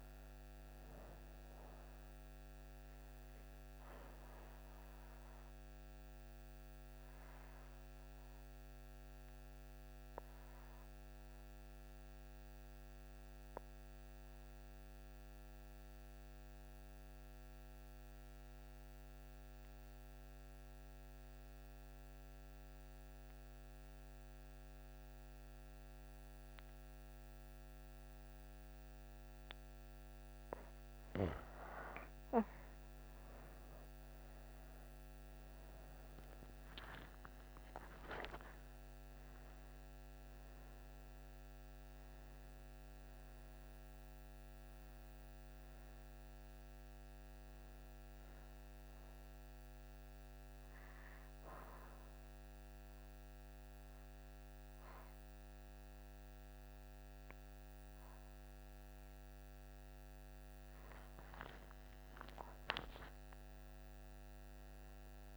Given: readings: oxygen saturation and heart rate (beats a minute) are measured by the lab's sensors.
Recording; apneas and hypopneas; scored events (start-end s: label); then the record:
breathing in sleep by a microphone on the trachea; 2
0.00-17.00 s: oxygen desaturation (device-marked, oxygen 85% lowest, heart rate 62 extreme)
2.00-30.00 s: obstructive apnea (oxygen 96% before, 82% lowest, heart rate 67 before, 61 extreme, up 29 after)
29.00-63.00 s: oxygen desaturation (device-marked, oxygen 98% before, 82% lowest, heart rate 66 before, 59 extreme)
36.50-40.00 s: arousal
51.00-61.00 s: obstructive apnea (oxygen 98% before, 82% lowest, heart rate 77 before, 59 extreme, up 20 after)
61.50-65.37 s: arousal
From the record:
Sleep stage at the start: N2 (light sleep); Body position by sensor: on the back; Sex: female